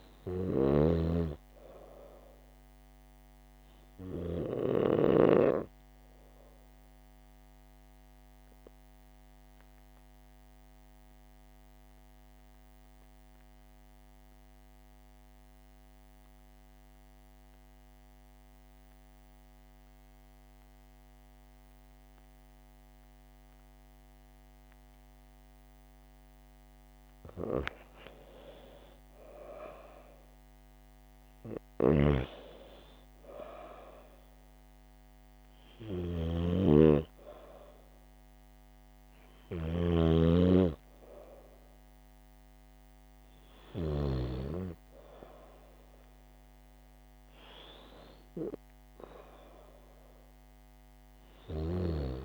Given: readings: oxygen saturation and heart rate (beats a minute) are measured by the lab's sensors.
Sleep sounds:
breathing in sleep by a microphone on the trachea; 1
0.00-5.50 s: snoring (device-marked)
1.00-4.00 s: arousal
8.50-28.00 s: obstructive apnea (oxygen 97% before, 89% lowest, heart rate 78 before, 75 extreme, up 4 after)
29.50-32.50 s: arousal
29.50-50.50 s: oxygen desaturation (device-marked, oxygen 97% before, 89% lowest, heart rate 76 before, 76 extreme)
32.00-44.50 s: snoring (device-marked)
From the record:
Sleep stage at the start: N2 (light sleep); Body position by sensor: on the right side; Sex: female

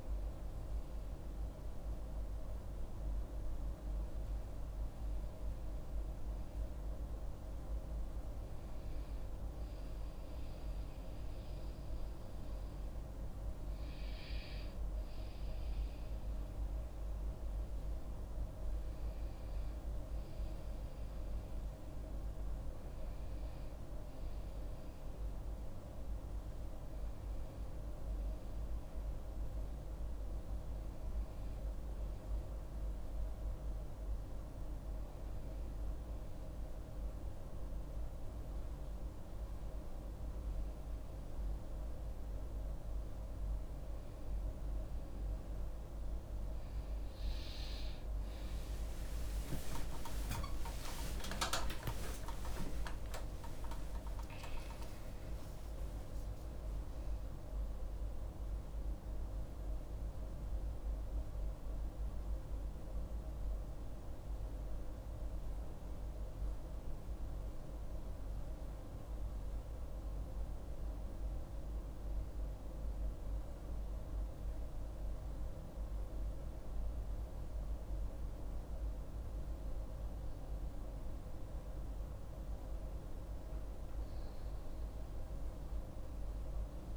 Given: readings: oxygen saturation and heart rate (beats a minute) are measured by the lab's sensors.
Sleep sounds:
a person partly awake in a sleep study, hard to hear, by a room microphone; none
45.50-86.97 s: new sleep stage, awake
From the record:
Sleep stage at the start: N2 (light sleep); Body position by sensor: on the back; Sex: female

